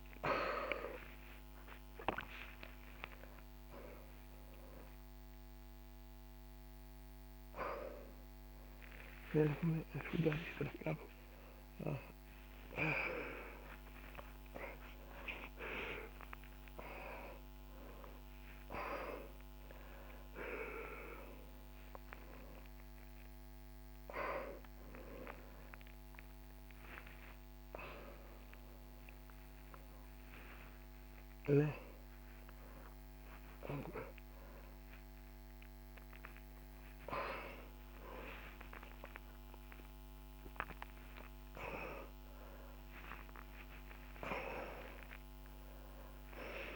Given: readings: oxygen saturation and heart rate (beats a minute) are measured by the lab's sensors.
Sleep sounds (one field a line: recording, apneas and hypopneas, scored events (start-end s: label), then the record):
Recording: a person awake in a sleep study, by a microphone on the trachea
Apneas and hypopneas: none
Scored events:
17.50-19.50 s: oxygen desaturation (device-marked, oxygen 98% before, 96% lowest, heart rate 87 before, 66 extreme)
From the record:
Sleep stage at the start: awake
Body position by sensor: upright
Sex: male